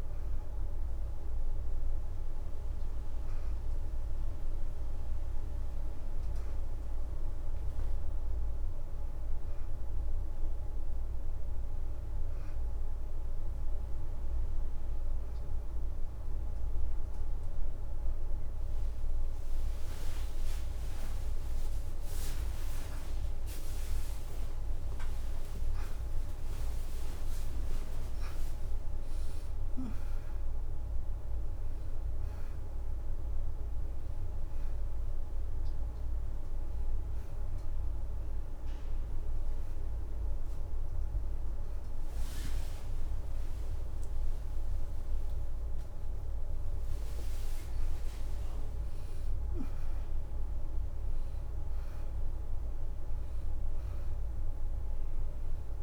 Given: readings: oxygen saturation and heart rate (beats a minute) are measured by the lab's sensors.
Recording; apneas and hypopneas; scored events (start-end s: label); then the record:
a person awake in a sleep study, hard to hear, by a room microphone; none
0.00-16.00 s: oxygen desaturation (device-marked, oxygen 94% before, 87% lowest, heart rate 32 before, 25 extreme)
1.50-3.00 s: leg movement (device-marked)
5.50-9.50 s: leg movement (device-marked)
40.00-50.00 s: leg movement (device-marked)
From the record:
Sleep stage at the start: awake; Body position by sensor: on the right side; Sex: female